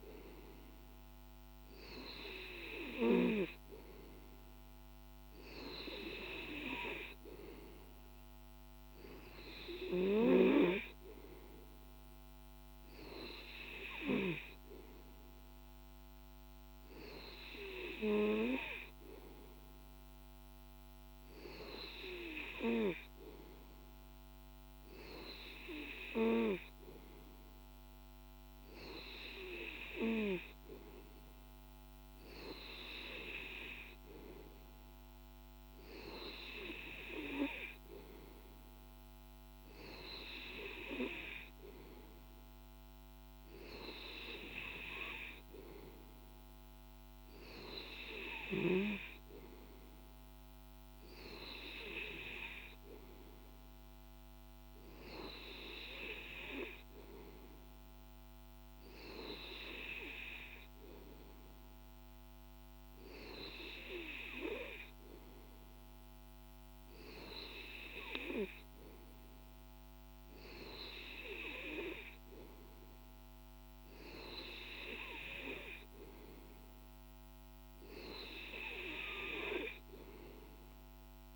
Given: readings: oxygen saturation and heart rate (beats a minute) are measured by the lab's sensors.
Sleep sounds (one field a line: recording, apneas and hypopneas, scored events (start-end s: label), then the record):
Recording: breathing in sleep by a microphone on the trachea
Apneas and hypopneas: none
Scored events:
none scored
From the record:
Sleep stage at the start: N2 (light sleep)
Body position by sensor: on the back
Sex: male